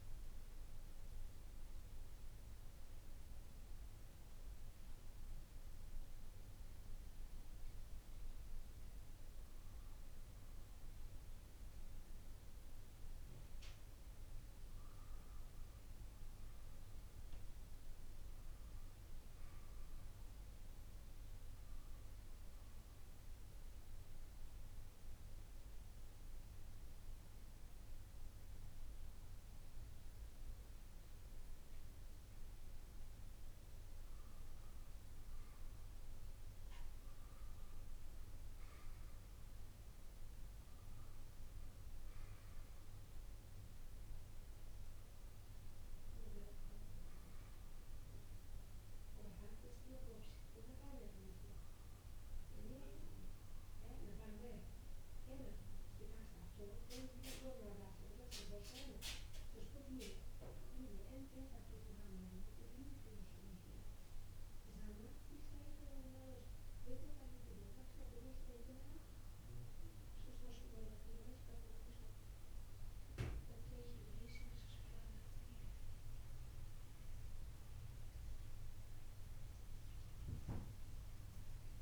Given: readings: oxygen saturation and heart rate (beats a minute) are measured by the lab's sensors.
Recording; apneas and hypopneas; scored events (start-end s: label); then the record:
breathing in sleep by a room microphone; 1
17.00-21.00 s: arousal
22.00-38.00 s: oxygen desaturation (device-marked, oxygen 95% before, 90% lowest)
24.50-34.50 s: central apnea (oxygen 95% before, 89% lowest)
41.00-45.50 s: arousal
45.00-59.00 s: oxygen desaturation (device-marked, oxygen 95% before, 89% lowest, heart rate 48 before, 152 extreme)
56.00-81.82 s: new sleep stage, N2 (light sleep)
From the record:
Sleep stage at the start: N1 (lightest sleep); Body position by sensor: on the right side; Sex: male